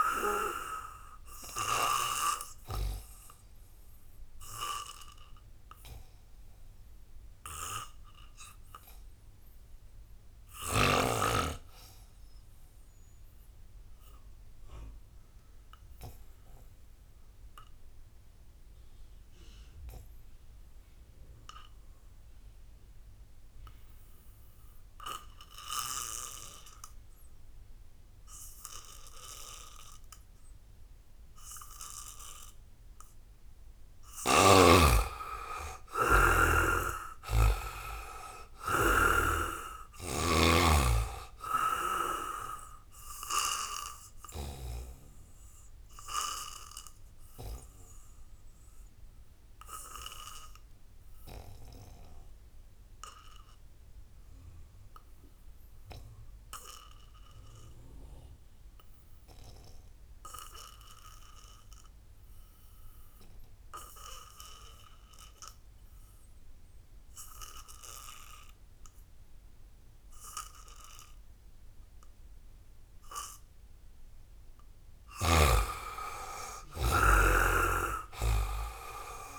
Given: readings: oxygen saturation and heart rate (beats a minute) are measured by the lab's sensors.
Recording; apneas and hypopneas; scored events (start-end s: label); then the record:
breathing in sleep by a room microphone; 2
0.00-14.00 s: oxygen desaturation (device-marked, oxygen 73% lowest, heart rate 60 extreme)
2.50-31.50 s: obstructive apnea (oxygen 99% before, 73% lowest, heart rate 73 before, 60 extreme)
28.00-55.00 s: oxygen desaturation (device-marked, oxygen 97% before, 74% lowest, heart rate 76 before, 59 extreme)
33.50-37.50 s: arousal
43.00-72.50 s: obstructive apnea (oxygen 98% before, 74% lowest, heart rate 70 before, 59 extreme, up 1 after)
66.00-79.39 s: oxygen desaturation (device-marked, oxygen 98% before, 74% lowest, heart rate 77 before, 59 extreme)
74.50-79.00 s: arousal
From the record:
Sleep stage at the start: N2 (light sleep); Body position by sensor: on the back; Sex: male